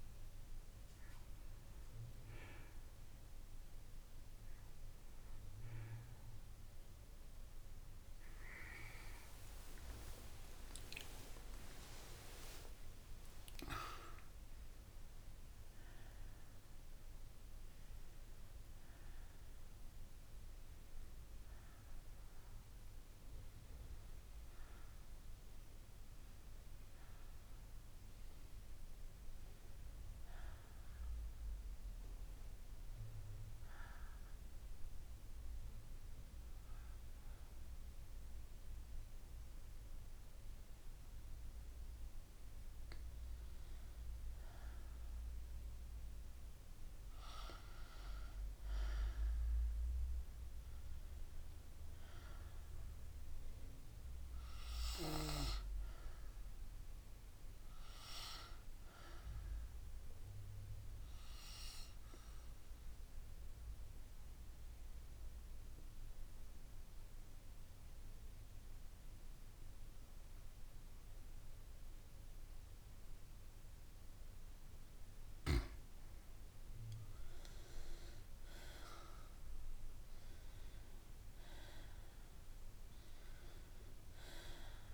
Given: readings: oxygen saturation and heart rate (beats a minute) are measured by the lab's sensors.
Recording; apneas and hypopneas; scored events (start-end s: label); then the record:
breathing in sleep by a room microphone; 2
10.50-15.50 s: arousal
33.50-44.00 s: obstructive apnea (oxygen 96% before, 90% lowest, heart rate 52 before, 28 extreme, up 0 after)
47.00-51.00 s: arousal
55.50-78.50 s: oxygen desaturation (device-marked, oxygen 98% before, 92% lowest)
62.50-74.50 s: obstructive apnea (oxygen 98% before, 89% lowest)
83.00-84.94 s: arousal
From the record:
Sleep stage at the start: N2 (light sleep); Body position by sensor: on the back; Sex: female